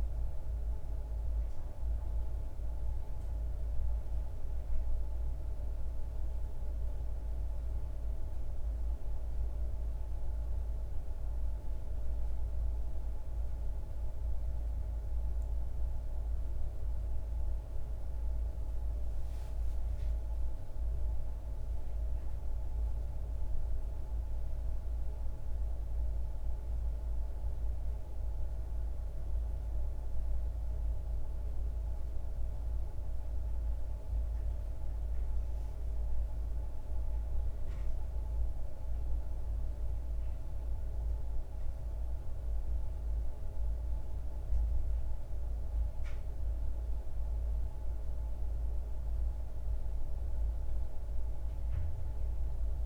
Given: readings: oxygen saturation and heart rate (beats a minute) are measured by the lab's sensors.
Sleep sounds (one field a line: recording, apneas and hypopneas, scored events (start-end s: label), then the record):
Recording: a person awake in a sleep study, hard to hear, by a room microphone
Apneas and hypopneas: none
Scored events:
none scored
From the record:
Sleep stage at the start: awake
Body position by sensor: on the back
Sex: male